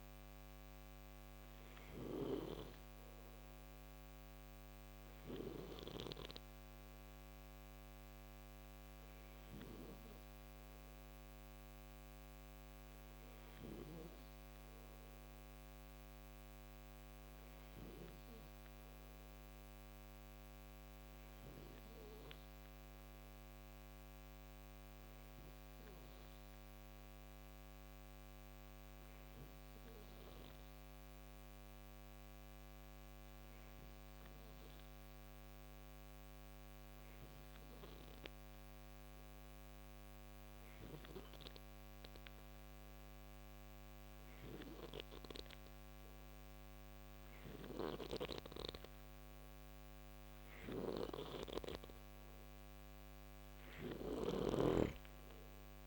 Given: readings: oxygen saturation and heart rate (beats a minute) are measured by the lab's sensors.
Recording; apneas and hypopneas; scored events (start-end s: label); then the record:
breathing in sleep by a microphone on the trachea; 1
0.00-1.00 s: oxygen desaturation (device-marked, oxygen 89% lowest, heart rate 54 extreme)
0.00-5.00 s: snoring (device-marked)
18.00-48.50 s: hypopnea (oxygen 94% before, 90% lowest, heart rate 57 before, 55 extreme, up 3 after)
41.00-55.87 s: oxygen desaturation (device-marked, oxygen 95% before, 90% lowest, heart rate 58 before, 56 extreme)
47.00-55.87 s: snoring (device-marked)
50.50-55.50 s: arousal
From the record:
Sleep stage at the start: N2 (light sleep); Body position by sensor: on the right side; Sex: male